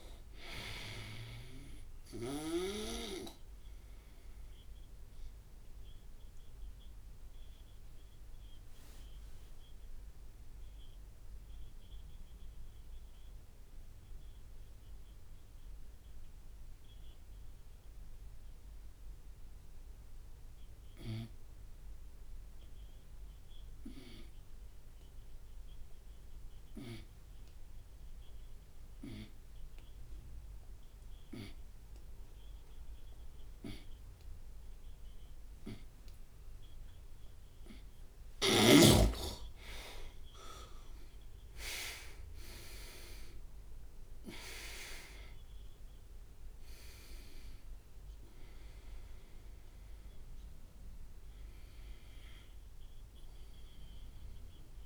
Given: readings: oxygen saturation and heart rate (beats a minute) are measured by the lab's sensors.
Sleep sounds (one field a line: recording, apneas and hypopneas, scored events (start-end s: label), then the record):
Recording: breathing in sleep by a room microphone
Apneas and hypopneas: 1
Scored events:
0.50-22.50 s: oxygen desaturation (device-marked, oxygen 98% before, 84% lowest)
4.50-37.00 s: obstructive apnea (oxygen 98% before, 84% lowest)
35.50-54.86 s: new sleep stage, N1 (lightest sleep)
41.00-46.50 s: arousal
46.50-54.86 s: oxygen desaturation (device-marked, oxygen 96% before, 85% lowest)
From the record:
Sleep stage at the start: N2 (light sleep)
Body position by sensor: on the right side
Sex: male